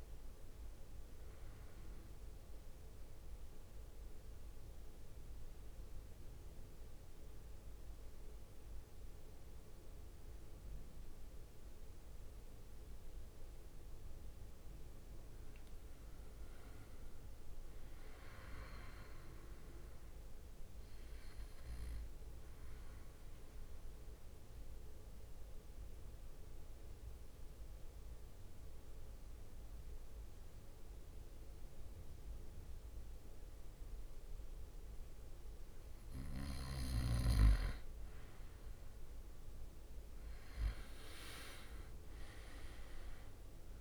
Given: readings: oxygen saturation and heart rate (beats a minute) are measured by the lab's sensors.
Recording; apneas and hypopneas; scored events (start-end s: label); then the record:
breathing in sleep by a room microphone; 2
0.00-11.50 s: oxygen desaturation (device-marked, oxygen 90% lowest, heart rate 52 extreme)
3.00-15.50 s: mixed apnea (oxygen 98% before, 90% lowest, heart rate 64 before, 52 extreme, up 10 after)
17.00-19.50 s: arousal
22.50-38.00 s: mixed apnea (oxygen 98% before, 90% lowest, heart rate 56 before, 54 extreme, up 9 after)
41.00-43.81 s: arousal
42.50-43.81 s: oxygen desaturation (device-marked, oxygen 97% before, 90% lowest, heart rate 61 before, 54 extreme)
From the record:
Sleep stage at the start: N2 (light sleep); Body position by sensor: on the back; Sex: male